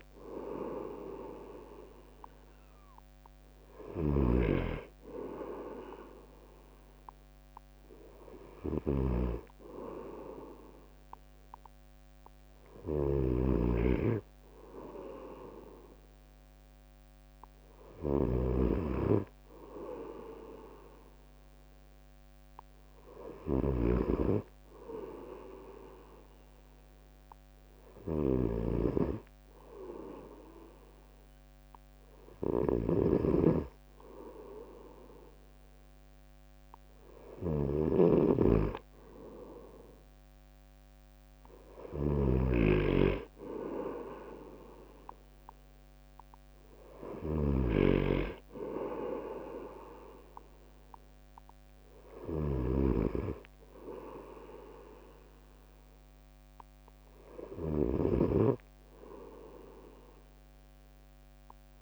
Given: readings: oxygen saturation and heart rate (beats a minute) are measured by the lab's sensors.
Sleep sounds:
breathing in sleep by a microphone on the trachea; none
none scored
From the record:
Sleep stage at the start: N2 (light sleep); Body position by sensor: on the right side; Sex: male

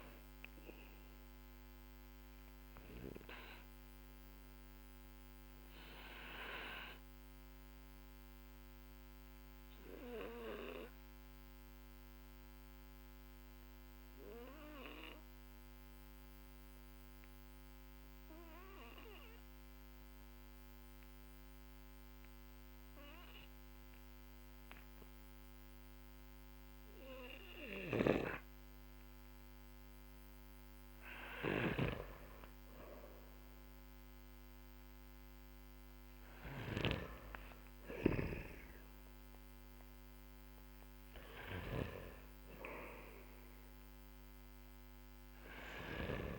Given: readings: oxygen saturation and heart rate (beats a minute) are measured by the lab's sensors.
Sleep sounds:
breathing in sleep by a microphone on the trachea; 1
0.00-21.50 s: oxygen desaturation (device-marked, oxygen 94% lowest, heart rate 45 extreme)
3.00-30.00 s: obstructive apnea (oxygen 98% before, 93% lowest, heart rate 57 before, 45 extreme, up 10 after)
27.00-31.50 s: snoring (device-marked)
31.50-36.00 s: arousal
38.50-46.38 s: oxygen desaturation (device-marked, oxygen 99% before, 93% lowest, heart rate 53 before, 44 extreme)
From the record:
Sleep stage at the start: N1 (lightest sleep); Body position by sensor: on the back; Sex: male

